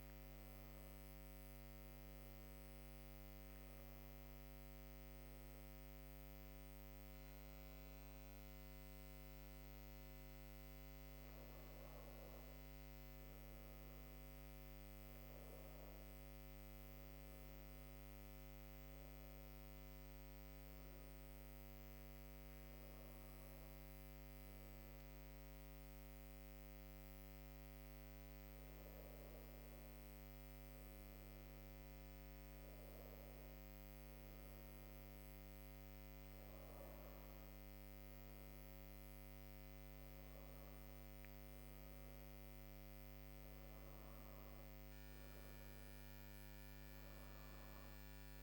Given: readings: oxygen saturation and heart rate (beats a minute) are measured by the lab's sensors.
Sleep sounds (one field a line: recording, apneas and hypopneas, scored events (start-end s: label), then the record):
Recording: breathing in sleep, hard to hear, by a microphone on the trachea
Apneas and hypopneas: none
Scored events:
none scored
From the record:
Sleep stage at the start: N2 (light sleep)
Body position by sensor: on the back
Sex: female